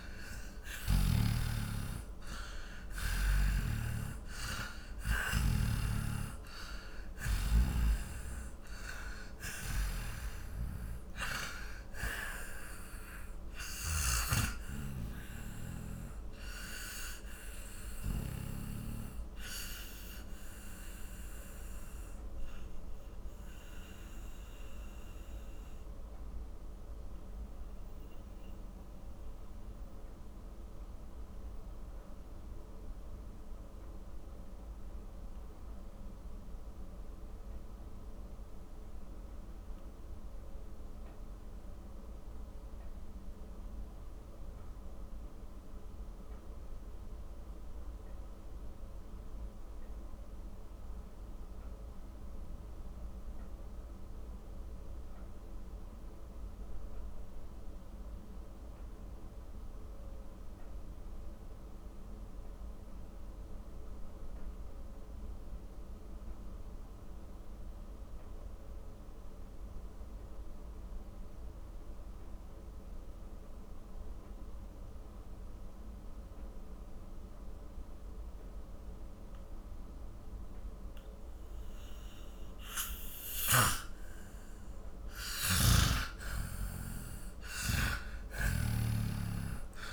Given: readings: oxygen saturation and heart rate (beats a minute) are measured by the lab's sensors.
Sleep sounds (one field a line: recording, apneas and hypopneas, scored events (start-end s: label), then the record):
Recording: breathing in sleep by a room microphone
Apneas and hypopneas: 1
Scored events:
0.00-46.00 s: oxygen desaturation (device-marked, oxygen 81% lowest, heart rate 39 extreme)
8.00-14.00 s: snoring (device-marked)
20.00-85.50 s: mixed apnea (oxygen 96% before, 81% lowest, heart rate 65 before, 39 extreme, up 21 after)
75.00-89.92 s: oxygen desaturation (device-marked, oxygen 97% before, 91% lowest, heart rate 50 before, 38 extreme)
83.50-89.92 s: snoring (device-marked)
87.50-89.92 s: arousal
From the record:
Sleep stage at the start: N2 (light sleep)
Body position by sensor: on the back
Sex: male